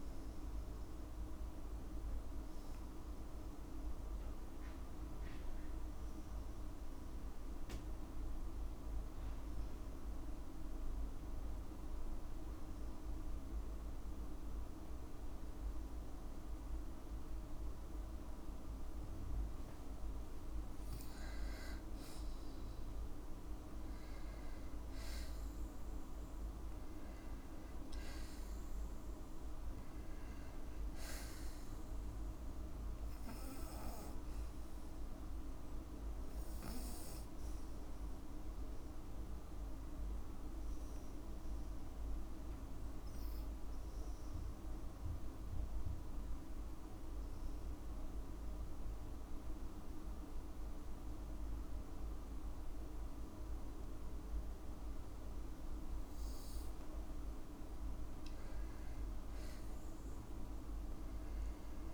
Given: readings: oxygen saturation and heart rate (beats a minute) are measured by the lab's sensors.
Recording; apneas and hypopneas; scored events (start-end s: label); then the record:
breathing in sleep, hard to hear, by a room microphone; 2
0.50-19.00 s: obstructive apnea (oxygen 98% before, 92% lowest, heart rate 57 before, 52 extreme, up 4 after)
8.00-23.00 s: oxygen desaturation (device-marked, oxygen 97% before, 92% lowest, heart rate 55 before, 52 extreme)
24.50-28.00 s: arousal
38.50-55.50 s: obstructive apnea (oxygen 98% before, 94% lowest, heart rate 55 before, 52 extreme, up 5 after)
51.00-61.94 s: oxygen desaturation (device-marked, oxygen 98% before, 94% lowest, heart rate 54 before, 54 extreme)
From the record:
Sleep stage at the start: N2 (light sleep); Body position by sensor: on the back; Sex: female